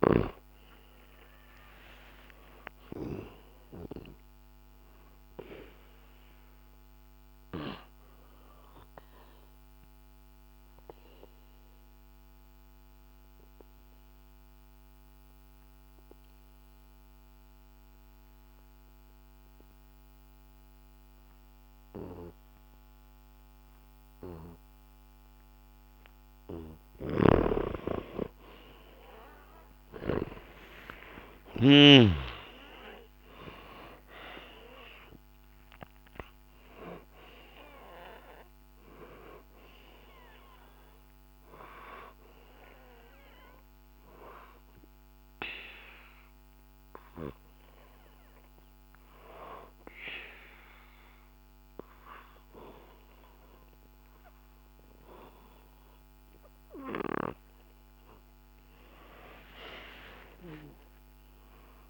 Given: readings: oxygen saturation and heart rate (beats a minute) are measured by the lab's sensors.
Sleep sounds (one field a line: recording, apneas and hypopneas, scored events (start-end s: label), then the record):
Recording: breathing in sleep by a microphone on the trachea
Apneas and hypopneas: 2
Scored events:
0.00-17.50 s: oxygen desaturation (device-marked, oxygen 91% lowest, heart rate 63 extreme)
7.00-26.00 s: obstructive apnea (oxygen 96% before, 90% lowest, heart rate 65 before, 63 extreme, up 12 after)
27.00-31.50 s: snoring (device-marked)
28.50-33.00 s: arousal
32.50-55.50 s: oxygen desaturation (device-marked, oxygen 97% before, 90% lowest, heart rate 64 before, 63 extreme)
41.00-56.00 s: obstructive apnea (oxygen 98% before, 90% lowest, heart rate 68 before, 63 extreme, up 1 after)
58.00-61.50 s: arousal
From the record:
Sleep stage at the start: N2 (light sleep)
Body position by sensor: on the back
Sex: male